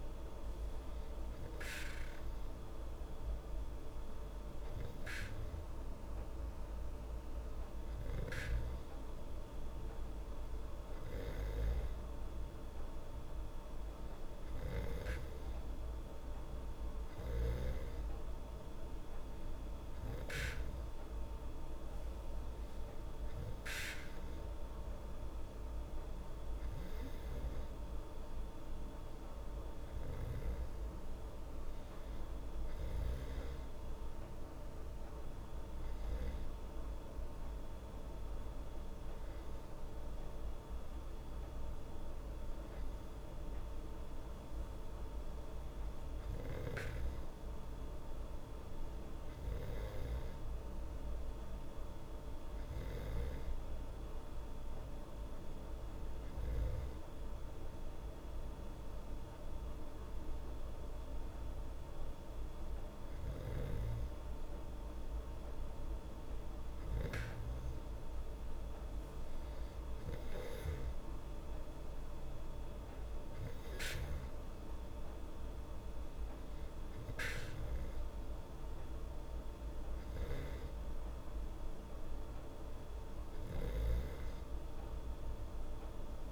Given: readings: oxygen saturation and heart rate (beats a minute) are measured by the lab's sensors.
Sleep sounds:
breathing in sleep by a room microphone; none
79.50-86.32 s: new sleep stage, awake
From the record:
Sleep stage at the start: N2 (light sleep); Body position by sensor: on the back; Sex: female

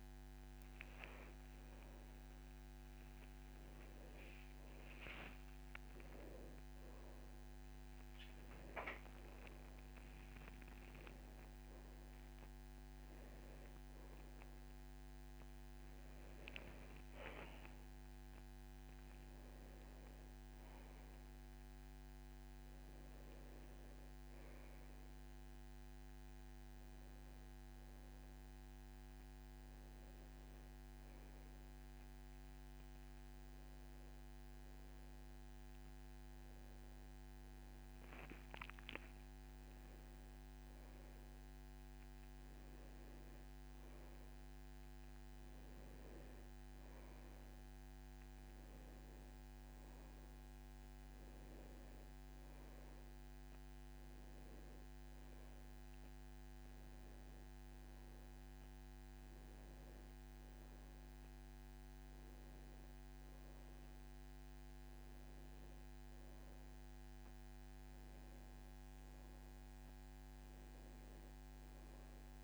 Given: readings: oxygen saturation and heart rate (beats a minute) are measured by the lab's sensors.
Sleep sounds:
a person awake in a sleep study, hard to hear, by a microphone on the trachea; none
none scored
From the record:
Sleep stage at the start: awake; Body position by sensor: on the back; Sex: male

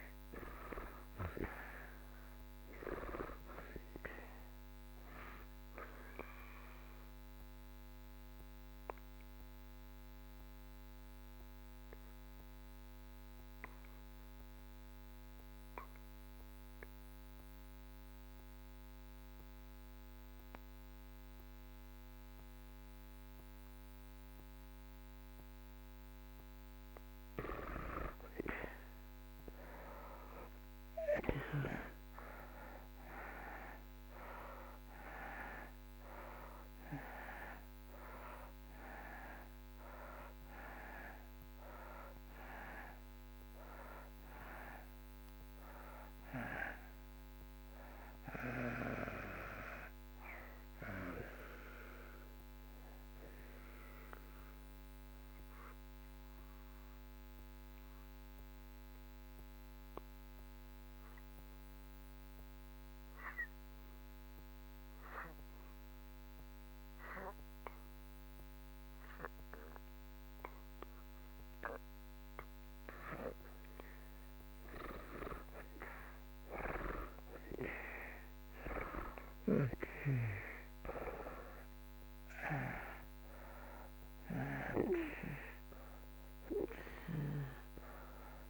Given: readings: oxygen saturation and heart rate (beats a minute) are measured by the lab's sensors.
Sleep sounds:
breathing in sleep by a microphone on the trachea; 2
0.00-26.00 s: oxygen desaturation (device-marked, oxygen 81% lowest)
6.50-27.50 s: obstructive apnea (oxygen 95% before, 74% lowest)
30.00-35.00 s: arousal
39.00-68.00 s: oxygen desaturation (device-marked, oxygen 92% before, 74% lowest)
53.00-73.50 s: obstructive apnea (oxygen 92% before, 74% lowest)
76.50-81.00 s: arousal
83.00-88.49 s: oxygen desaturation (device-marked, oxygen 97% before, 84% lowest)
From the record:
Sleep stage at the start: REM sleep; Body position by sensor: on the back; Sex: male

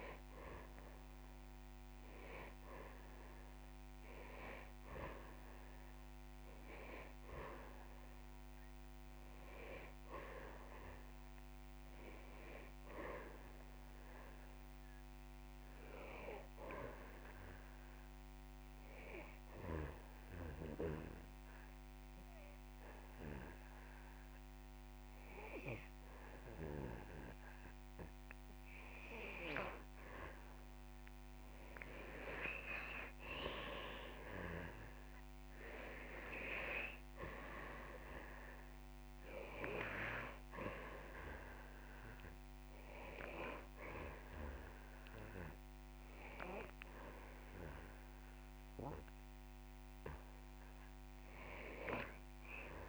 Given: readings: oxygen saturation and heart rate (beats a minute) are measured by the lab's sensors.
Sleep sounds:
breathing in sleep by a microphone on the trachea; 1
11.00-15.00 s: arousal
18.50-30.00 s: obstructive apnea (oxygen 99% before, 93% lowest)
33.50-36.50 s: arousal
44.00-52.89 s: oxygen desaturation (device-marked, oxygen 97% before, 93% lowest)
From the record:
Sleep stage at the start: N2 (light sleep); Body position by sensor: on the back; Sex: male

